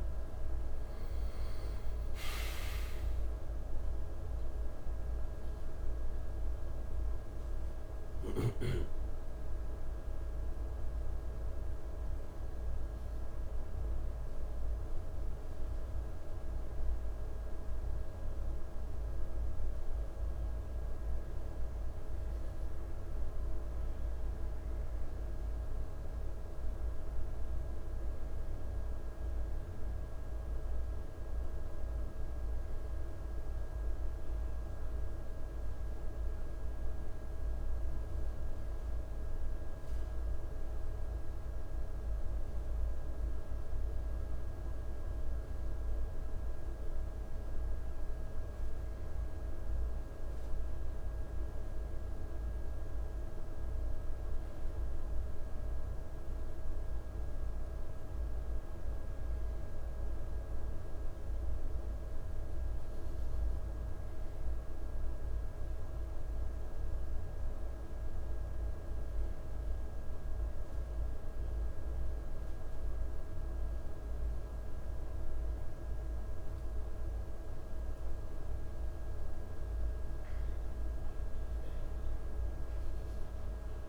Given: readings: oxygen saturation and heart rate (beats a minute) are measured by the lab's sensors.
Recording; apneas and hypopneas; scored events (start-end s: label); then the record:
breathing in sleep, hard to hear, by a room microphone; none
none scored
From the record:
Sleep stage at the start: N2 (light sleep); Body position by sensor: on the right side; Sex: male